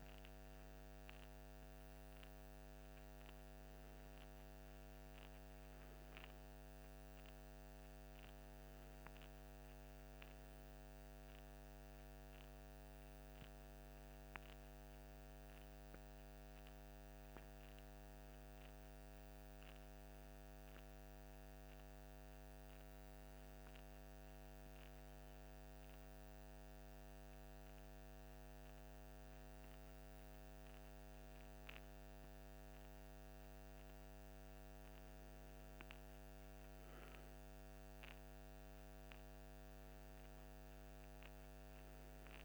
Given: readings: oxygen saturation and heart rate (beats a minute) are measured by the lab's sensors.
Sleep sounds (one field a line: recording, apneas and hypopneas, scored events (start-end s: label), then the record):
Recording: breathing in sleep, hard to hear, by a microphone on the trachea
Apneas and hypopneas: none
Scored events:
29.50-42.45 s: new sleep stage, N3 (deep sleep)
From the record:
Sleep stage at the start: N2 (light sleep)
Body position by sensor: on the left side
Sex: male